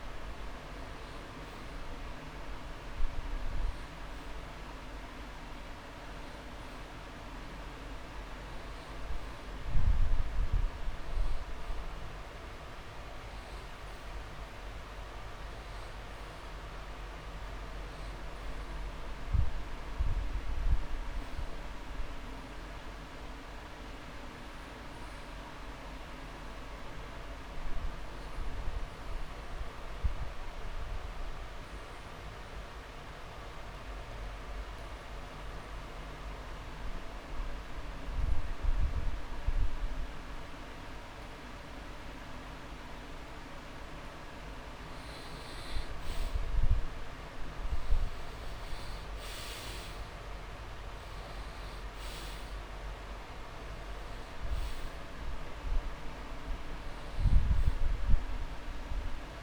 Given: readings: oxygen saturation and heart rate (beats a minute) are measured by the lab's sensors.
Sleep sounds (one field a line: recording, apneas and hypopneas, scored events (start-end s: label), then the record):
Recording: breathing in sleep, hard to hear, by a room microphone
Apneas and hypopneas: 1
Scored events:
0.00-10.00 s: oxygen desaturation (device-marked, oxygen 90% lowest)
11.50-13.50 s: long interval between heartbeats (device-marked)
12.00-18.00 s: drop in pulse transit time (device-marked)
13.00-17.00 s: arousal
27.00-44.50 s: obstructive apnea (oxygen 98% before, 87% lowest)
29.00-31.00 s: long interval between heartbeats (device-marked)
30.00-39.00 s: drop in pulse transit time (device-marked)
46.00-49.00 s: arousal
51.00-59.43 s: oxygen desaturation (device-marked, oxygen 97% before, 87% lowest)
From the record:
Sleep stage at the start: N2 (light sleep)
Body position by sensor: on the back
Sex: male